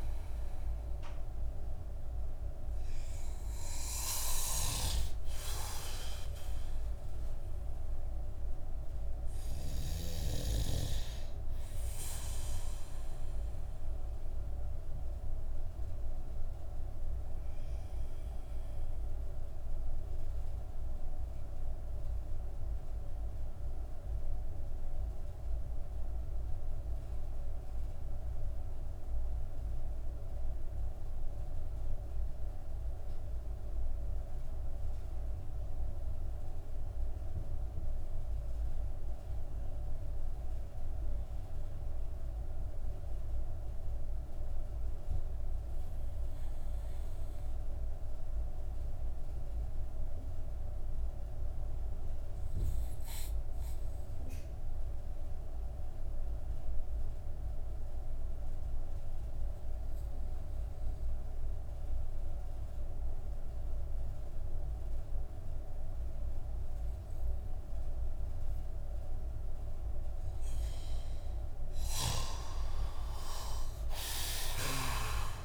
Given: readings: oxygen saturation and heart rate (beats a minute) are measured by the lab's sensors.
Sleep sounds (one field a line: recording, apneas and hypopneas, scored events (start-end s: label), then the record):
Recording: breathing in sleep by a room microphone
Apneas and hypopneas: 1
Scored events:
0.00-2.50 s: oxygen desaturation (device-marked, oxygen 93% lowest)
4.00-7.50 s: arousal
7.50-26.50 s: oxygen desaturation (device-marked, oxygen 94% before, 90% lowest)
13.00-69.00 s: obstructive apnea (oxygen 96% before, 88% lowest)
47.50-75.44 s: oxygen desaturation (device-marked, oxygen 98% before, 91% lowest)
70.50-74.00 s: arousal
From the record:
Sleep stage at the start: N2 (light sleep)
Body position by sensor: on the back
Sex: male